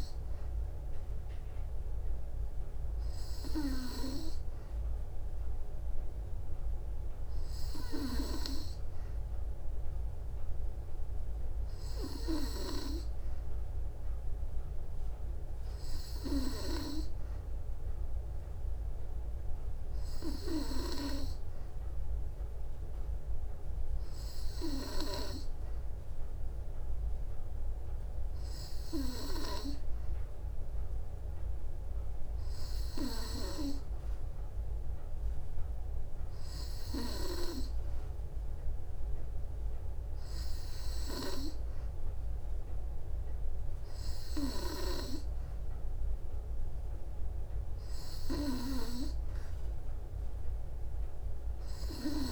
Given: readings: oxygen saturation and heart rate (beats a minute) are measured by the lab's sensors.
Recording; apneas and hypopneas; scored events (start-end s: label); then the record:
breathing in sleep by a room microphone; none
none scored
From the record:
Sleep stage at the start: N2 (light sleep); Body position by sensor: on the back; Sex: female